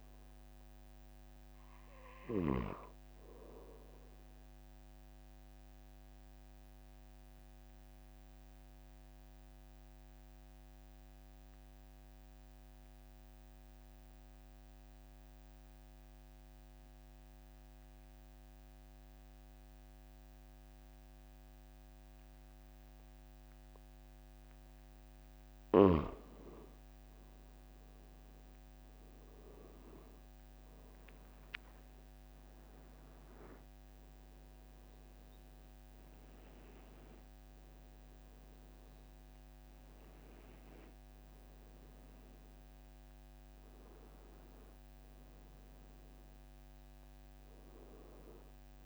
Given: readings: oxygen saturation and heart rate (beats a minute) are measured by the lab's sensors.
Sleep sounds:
breathing in sleep by a microphone on the trachea; 1
5.50-25.00 s: obstructive apnea (oxygen 97% before, 93% lowest, heart rate 45 before, 44 extreme, up 5 after)
28.50-32.00 s: arousal
From the record:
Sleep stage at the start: N2 (light sleep); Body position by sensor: on the back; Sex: male

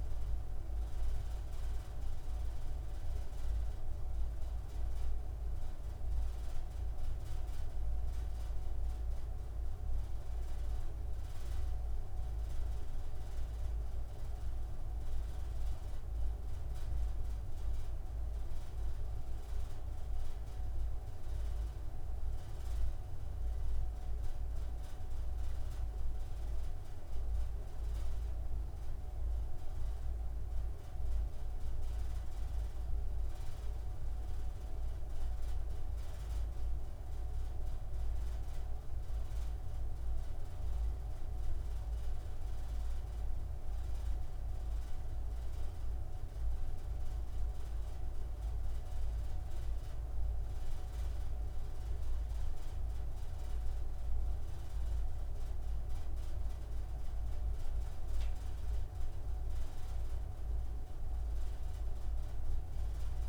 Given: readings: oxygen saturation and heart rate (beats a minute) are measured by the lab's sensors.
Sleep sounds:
breathing in sleep, hard to hear, by a room microphone; none
none scored
From the record:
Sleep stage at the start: N3 (deep sleep); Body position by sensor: on the front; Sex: male

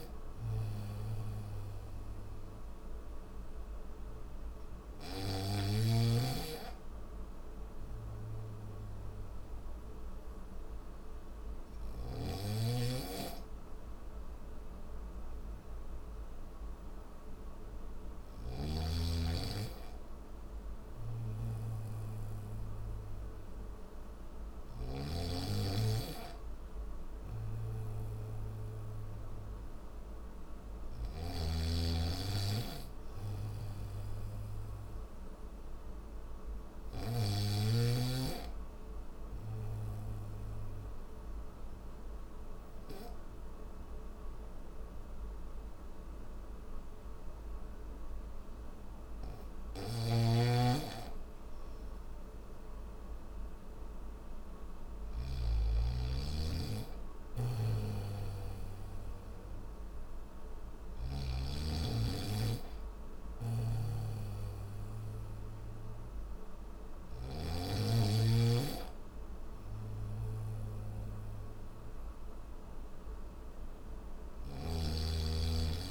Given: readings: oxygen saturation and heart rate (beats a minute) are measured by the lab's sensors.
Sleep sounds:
breathing in sleep by a room microphone; none
0.00-18.50 s: oxygen desaturation (device-marked, oxygen 93% lowest, heart rate 68 extreme)
5.00-11.50 s: snoring (device-marked)
17.50-36.50 s: snoring (device-marked)
49.00-55.00 s: snoring (device-marked)
57.00-60.50 s: snoring (device-marked)
62.50-67.00 s: snoring (device-marked)
From the record:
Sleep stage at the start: N1 (lightest sleep); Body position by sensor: on the back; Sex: male

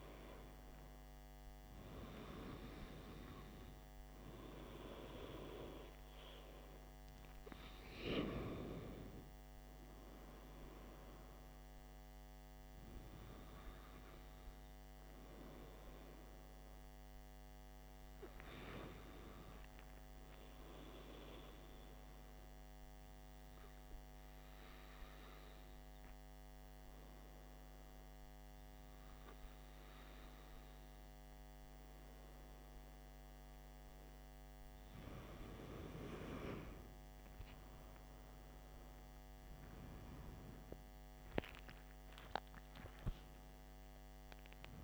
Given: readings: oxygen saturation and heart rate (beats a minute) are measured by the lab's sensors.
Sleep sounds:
breathing in sleep by a microphone on the trachea; 1
0.00-2.50 s: arousal
18.50-33.00 s: hypopnea (oxygen 96% before, 94% lowest, heart rate 56 before, 51 extreme, up 12 after)
39.00-44.00 s: arousal
From the record:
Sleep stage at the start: N2 (light sleep); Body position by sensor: on the back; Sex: male

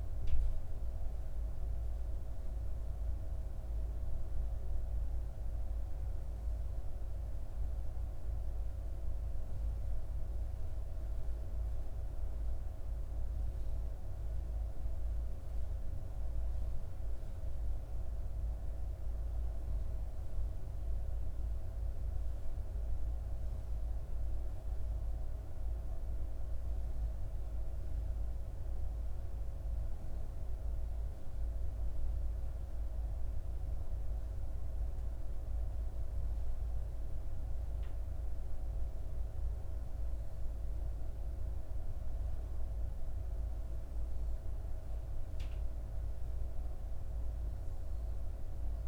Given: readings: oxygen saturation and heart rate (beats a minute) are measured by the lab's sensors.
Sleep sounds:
breathing in sleep, hard to hear, by a room microphone; none
none scored
From the record:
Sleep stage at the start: N2 (light sleep); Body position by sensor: on the back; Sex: female

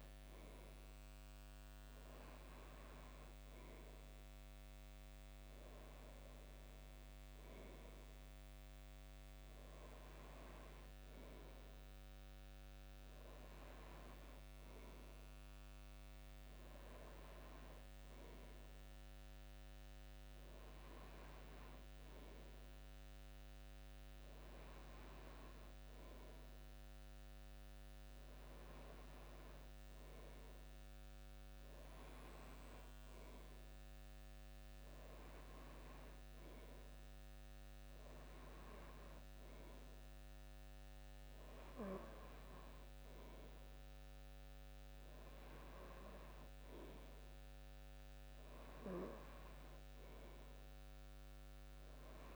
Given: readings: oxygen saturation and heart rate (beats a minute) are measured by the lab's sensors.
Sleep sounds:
breathing in sleep, hard to hear, by a microphone on the trachea; none
none scored
From the record:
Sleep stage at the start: N2 (light sleep); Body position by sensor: on the back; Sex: male

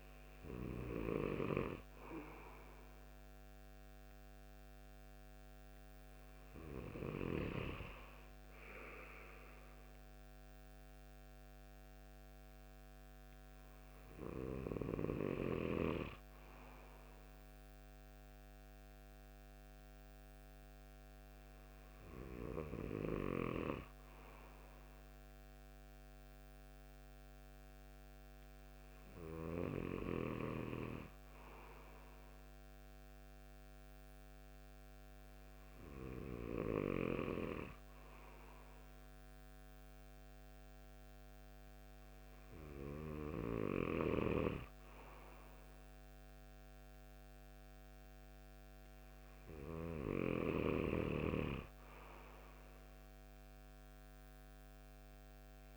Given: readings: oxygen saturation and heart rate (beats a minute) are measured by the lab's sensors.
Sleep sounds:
breathing in sleep by a microphone on the trachea; none
none scored
From the record:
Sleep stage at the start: N2 (light sleep); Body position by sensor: on the right side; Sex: male

